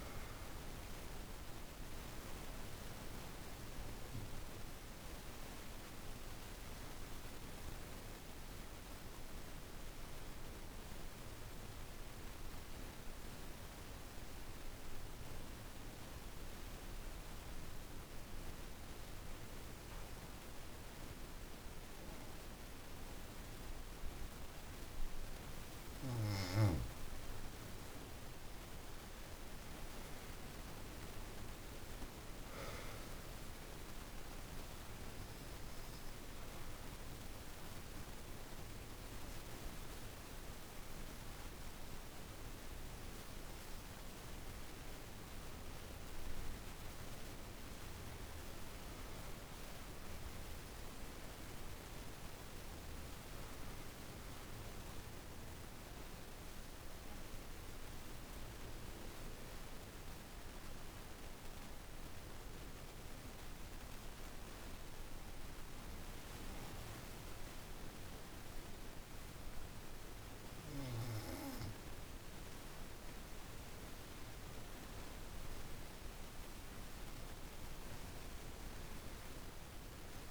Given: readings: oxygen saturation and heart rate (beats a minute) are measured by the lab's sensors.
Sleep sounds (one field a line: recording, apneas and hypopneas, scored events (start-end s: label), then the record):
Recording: breathing in sleep, hard to hear, by a room microphone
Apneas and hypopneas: 3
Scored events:
0.00-15.00 s: oxygen desaturation (device-marked, oxygen 83% lowest, heart rate 52 extreme)
1.00-26.50 s: obstructive apnea (oxygen 95% before, 82% lowest, heart rate 59 before, 52 extreme, up 5 after)
27.50-31.00 s: arousal
29.00-51.00 s: oxygen desaturation (device-marked, oxygen 98% before, 82% lowest, heart rate 53 before, 49 extreme)
36.00-47.00 s: obstructive apnea (oxygen 98% before, 82% lowest, heart rate 55 before, 49 extreme, up 3 after)
47.00-50.50 s: arousal
55.50-71.00 s: obstructive apnea (oxygen 98% before, 82% lowest, heart rate 58 before, 49 extreme, up 9 after)
72.50-76.50 s: arousal
73.00-80.31 s: oxygen desaturation (device-marked, oxygen 95% before, 82% lowest, heart rate 52 before, 53 extreme)
From the record:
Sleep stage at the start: N2 (light sleep)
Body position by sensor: on the back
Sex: female